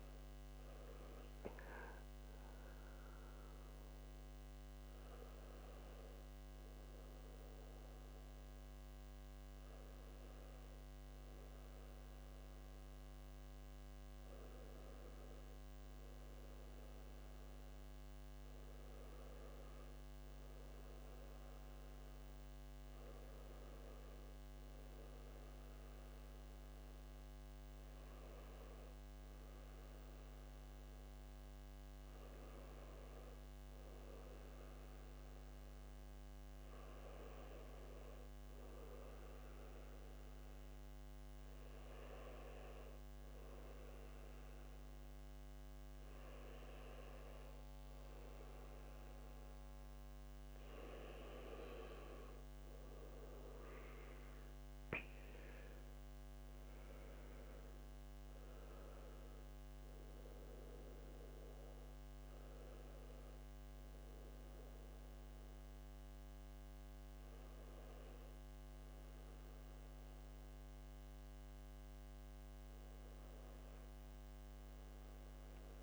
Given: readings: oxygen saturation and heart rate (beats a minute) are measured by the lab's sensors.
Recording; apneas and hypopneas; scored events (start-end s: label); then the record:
breathing in sleep, hard to hear, by a microphone on the trachea; none
none scored
From the record:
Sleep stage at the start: N2 (light sleep); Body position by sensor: on the back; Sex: male